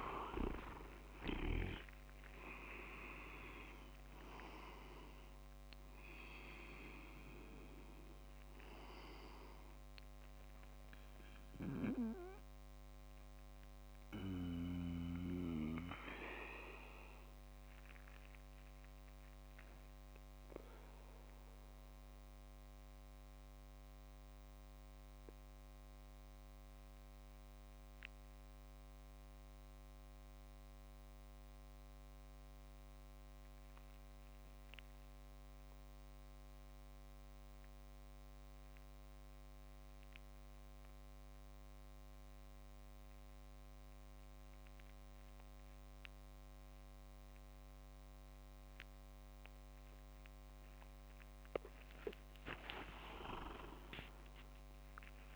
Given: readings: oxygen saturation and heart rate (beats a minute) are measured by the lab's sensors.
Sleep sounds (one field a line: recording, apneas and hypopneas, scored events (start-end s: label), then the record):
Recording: breathing in sleep by a microphone on the trachea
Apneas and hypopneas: 1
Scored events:
0.00-1.50 s: arousal
0.00-1.50 s: snoring (device-marked)
1.50-20.50 s: oxygen desaturation (device-marked, oxygen 95% before, 91% lowest, heart rate 75 before, 55 extreme)
2.00-4.00 s: leg movement (device-marked)
12.50-50.50 s: obstructive apnea (oxygen 96% before, 91% lowest, heart rate 70 before, 57 extreme, up 43 after)
49.50-51.50 s: tachycardia (device-marked, heart rate 56 before, 82 extreme)
52.50-55.36 s: arousal
53.00-55.36 s: leg movement (device-marked)
From the record:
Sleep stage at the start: REM sleep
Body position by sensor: on the back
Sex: male